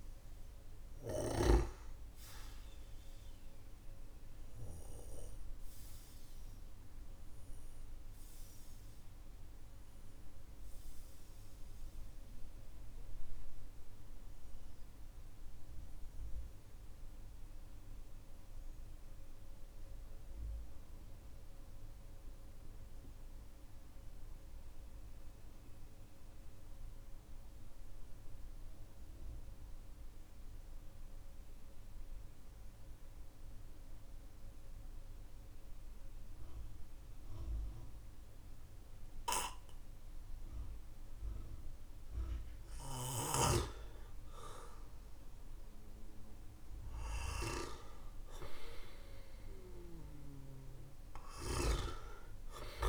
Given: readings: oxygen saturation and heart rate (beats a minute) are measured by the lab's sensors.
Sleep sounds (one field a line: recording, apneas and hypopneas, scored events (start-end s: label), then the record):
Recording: breathing in sleep by a room microphone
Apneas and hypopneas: 1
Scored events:
0.00-26.50 s: oxygen desaturation (device-marked, oxygen 92% lowest, heart rate 46 extreme)
4.00-45.00 s: obstructive apnea (oxygen 98% before, 92% lowest, heart rate 53 before, 47 extreme, up 5 after)
47.00-50.00 s: arousal
49.50-52.89 s: oxygen desaturation (device-marked, oxygen 98% before, 93% lowest, heart rate 59 before, 44 extreme)
51.00-52.89 s: snoring (device-marked)
From the record:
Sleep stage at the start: N2 (light sleep)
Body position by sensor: on the back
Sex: male